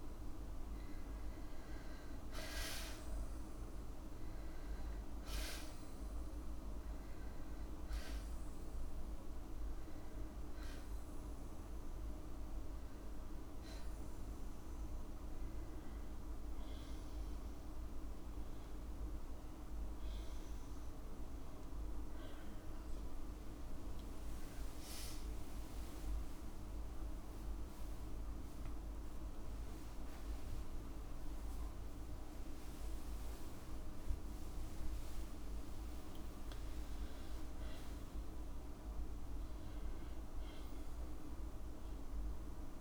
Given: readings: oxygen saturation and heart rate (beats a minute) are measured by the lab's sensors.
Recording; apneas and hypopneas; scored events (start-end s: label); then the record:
breathing in sleep, hard to hear, by a room microphone; 1
0.00-2.00 s: arousal
15.50-26.00 s: hypopnea (oxygen 98% before, 92% lowest, heart rate 59 before, 59 extreme)
26.50-28.50 s: long interval between heartbeats (device-marked, heart rate 61 before, 71 extreme)
28.50-31.50 s: arousal
28.50-35.50 s: tachycardia (device-marked, heart rate 61 before, 130 extreme)
31.00-33.00 s: long interval between heartbeats (device-marked, heart rate 63 before, 95 extreme)
32.50-42.81 s: oxygen desaturation (device-marked, oxygen 96% before, 92% lowest, heart rate 67 before, 69 extreme)
33.50-35.50 s: long interval between heartbeats (device-marked, heart rate 70 before, 125 extreme)
From the record:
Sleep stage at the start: N2 (light sleep); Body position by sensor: on the back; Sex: female